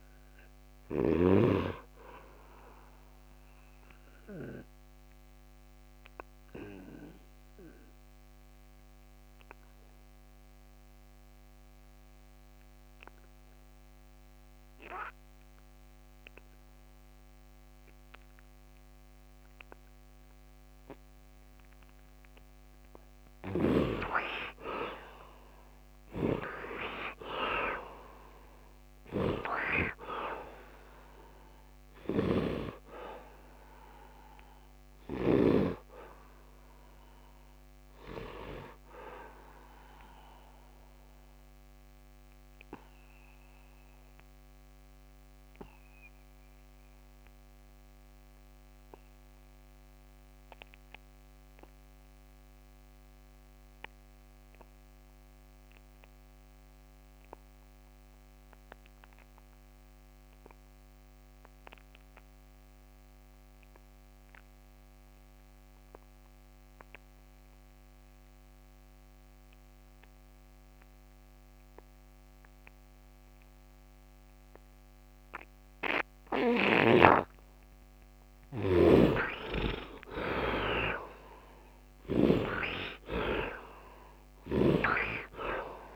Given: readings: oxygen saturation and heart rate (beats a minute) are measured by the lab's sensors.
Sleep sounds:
breathing in sleep by a microphone on the trachea; 2
0.00-2.50 s: oxygen desaturation (device-marked, oxygen 61% lowest, heart rate 73 extreme)
5.50-21.50 s: obstructive apnea (oxygen 100% before, 70% lowest, heart rate 76 before, 73 extreme, up 12 after)
17.50-47.50 s: oxygen desaturation (device-marked, oxygen 98% before, 70% lowest, heart rate 75 before, 71 extreme)
23.00-27.50 s: arousal
23.00-35.00 s: snoring (device-marked)
38.00-77.00 s: obstructive apnea (oxygen 98% before, 64% lowest, heart rate 82 before, 71 extreme, up 26 after)
60.50-85.96 s: oxygen desaturation (device-marked, oxygen 99% before, 64% lowest, heart rate 73 before, 74 extreme)
78.50-82.00 s: snoring (device-marked)
78.50-83.00 s: arousal
From the record:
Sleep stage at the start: N2 (light sleep); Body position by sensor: on the back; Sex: male

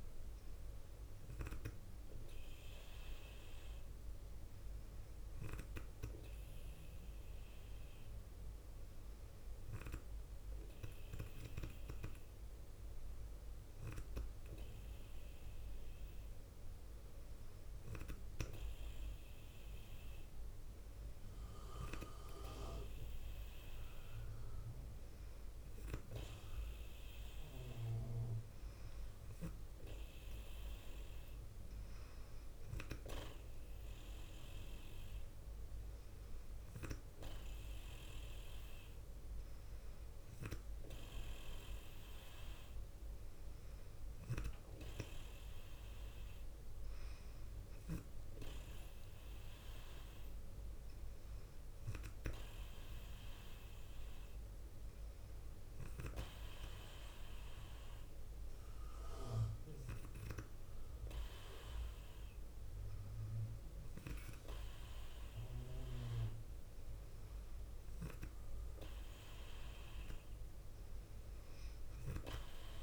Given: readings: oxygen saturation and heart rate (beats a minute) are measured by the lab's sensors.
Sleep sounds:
breathing in sleep by a room microphone; none
none scored
From the record:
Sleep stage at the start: N2 (light sleep); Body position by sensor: on the left side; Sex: female

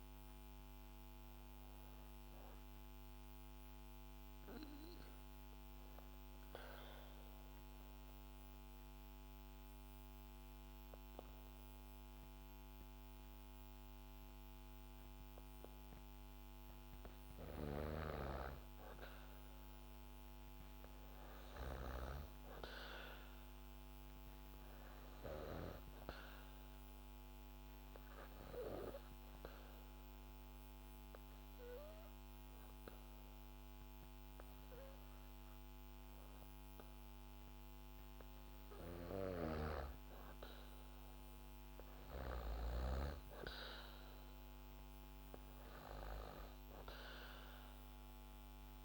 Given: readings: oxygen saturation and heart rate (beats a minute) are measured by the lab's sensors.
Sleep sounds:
breathing in sleep by a microphone on the trachea; 2
6.50-16.50 s: obstructive apnea (oxygen 96% before, 95% lowest, heart rate 73 before, 64 extreme, up 4 after)
17.50-22.00 s: arousal
25.00-41.50 s: obstructive apnea (oxygen 99% before, 95% lowest, heart rate 65 before, 64 extreme, up 7 after)
43.50-47.00 s: arousal
47.00-48.85 s: oxygen desaturation (device-marked, oxygen 98% before, 95% lowest, heart rate 67 before, 65 extreme)
From the record:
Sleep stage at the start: N2 (light sleep); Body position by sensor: on the back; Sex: female

